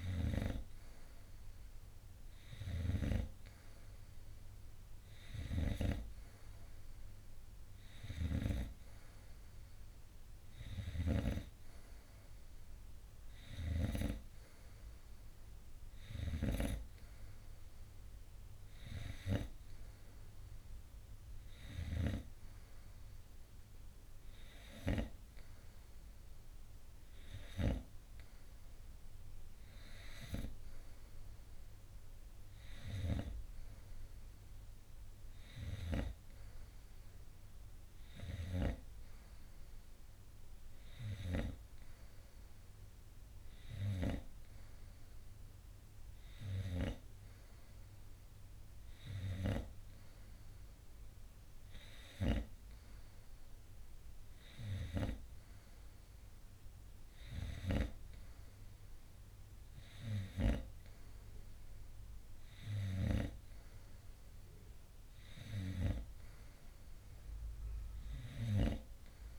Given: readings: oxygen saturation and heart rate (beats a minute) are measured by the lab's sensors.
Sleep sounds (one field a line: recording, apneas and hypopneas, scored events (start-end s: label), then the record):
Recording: breathing in sleep by a room microphone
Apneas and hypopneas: none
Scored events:
none scored
From the record:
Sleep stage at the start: N2 (light sleep)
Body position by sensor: on the front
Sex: male